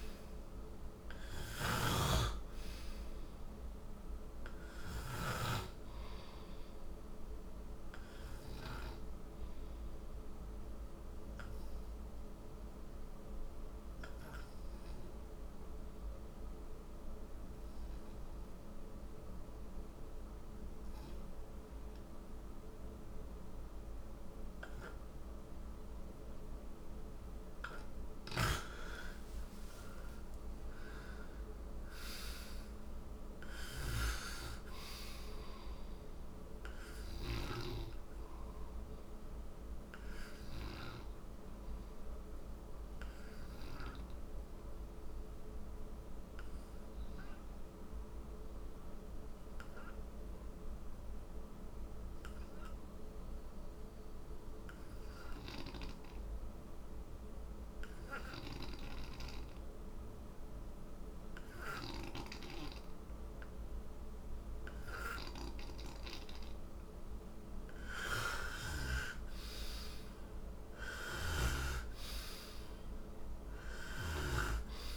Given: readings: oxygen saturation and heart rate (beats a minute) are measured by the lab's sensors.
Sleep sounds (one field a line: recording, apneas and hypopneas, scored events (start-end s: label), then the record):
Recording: breathing in sleep by a room microphone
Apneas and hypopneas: 2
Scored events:
0.00-1.50 s: arousal
1.50-20.50 s: oxygen desaturation (device-marked, oxygen 97% before, 92% lowest, heart rate 62 before, 53 extreme)
10.00-26.50 s: obstructive apnea (oxygen 97% before, 89% lowest, heart rate 63 before, 55 extreme, up 22 after)
28.00-32.00 s: arousal
32.50-50.50 s: oxygen desaturation (device-marked, oxygen 97% before, 90% lowest, heart rate 63 before, 57 extreme)
44.00-64.50 s: obstructive apnea (oxygen 97% before, 84% lowest, heart rate 68 before, 54 extreme, up 10 after)
65.50-74.96 s: oxygen desaturation (device-marked, oxygen 97% before, 89% lowest, heart rate 61 before, 54 extreme)
68.50-73.00 s: arousal
From the record:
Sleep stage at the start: N2 (light sleep)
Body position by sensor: on the right side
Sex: male